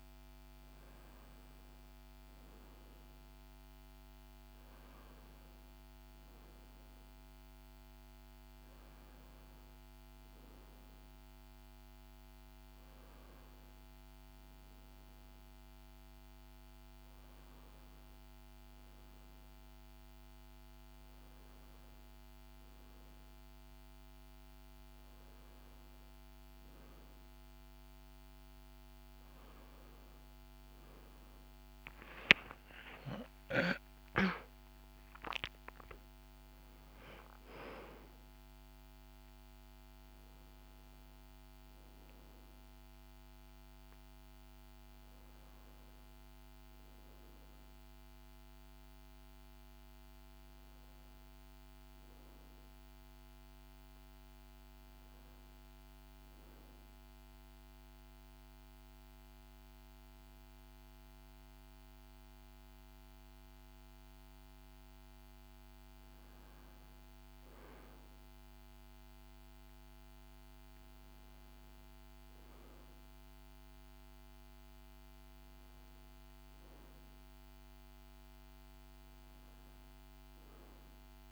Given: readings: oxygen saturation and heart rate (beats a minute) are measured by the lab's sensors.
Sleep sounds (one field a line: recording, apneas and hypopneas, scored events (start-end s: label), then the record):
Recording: a person partly awake in a sleep study, hard to hear, by a microphone on the trachea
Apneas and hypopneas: none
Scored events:
27.00-57.00 s: new sleep stage, awake
57.00-81.32 s: new sleep stage, N2 (light sleep)
70.00-72.00 s: long interval between heartbeats (device-marked, heart rate 59 before, 66 extreme)
From the record:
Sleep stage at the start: N1 (lightest sleep)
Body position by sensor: on the right side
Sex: female